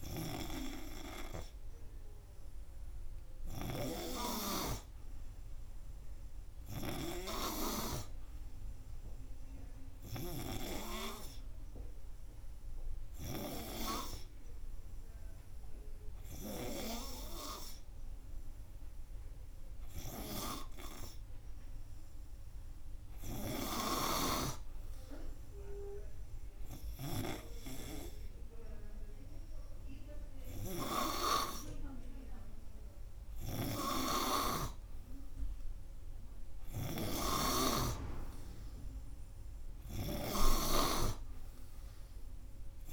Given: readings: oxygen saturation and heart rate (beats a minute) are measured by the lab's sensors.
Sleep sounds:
breathing in sleep by a room microphone; none
none scored
From the record:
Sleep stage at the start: N3 (deep sleep); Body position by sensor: on the front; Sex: male

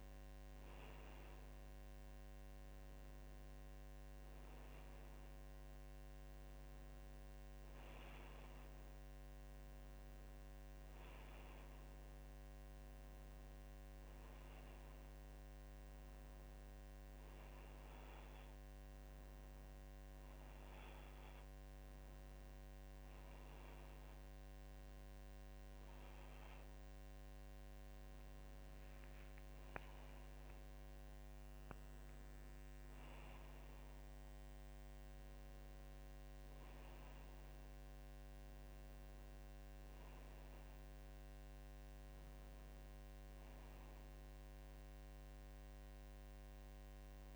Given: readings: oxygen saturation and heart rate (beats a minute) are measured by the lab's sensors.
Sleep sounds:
breathing in sleep, hard to hear, by a microphone on the trachea; none
31.00-34.50 s: arousal
From the record:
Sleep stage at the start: N2 (light sleep); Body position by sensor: on the back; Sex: female

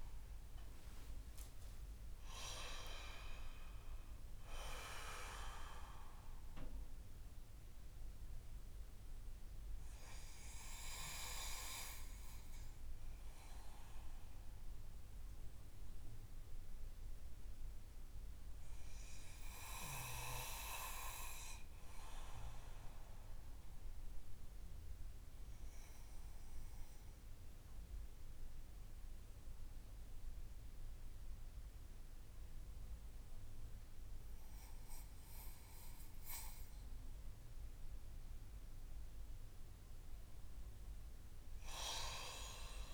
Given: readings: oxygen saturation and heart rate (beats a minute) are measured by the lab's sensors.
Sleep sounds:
breathing in sleep by a room microphone; 1
5.50-38.50 s: obstructive apnea (oxygen 98% before, 93% lowest)
41.50-42.94 s: arousal
From the record:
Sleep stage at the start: N2 (light sleep); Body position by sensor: on the back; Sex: male

